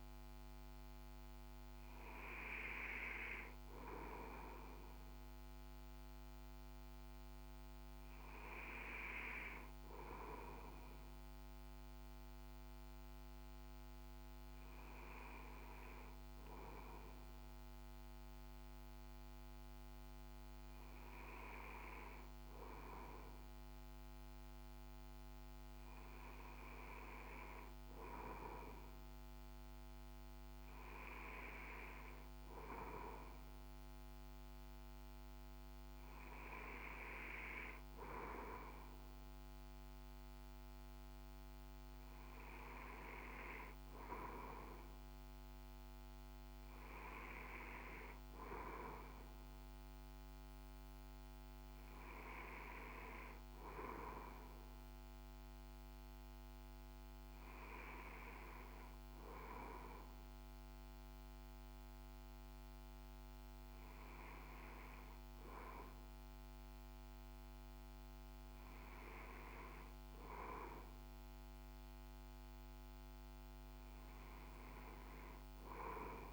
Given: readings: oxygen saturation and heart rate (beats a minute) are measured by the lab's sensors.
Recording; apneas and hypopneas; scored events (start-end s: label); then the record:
breathing in sleep by a microphone on the trachea; none
none scored
From the record:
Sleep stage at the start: N2 (light sleep); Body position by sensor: on the back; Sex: male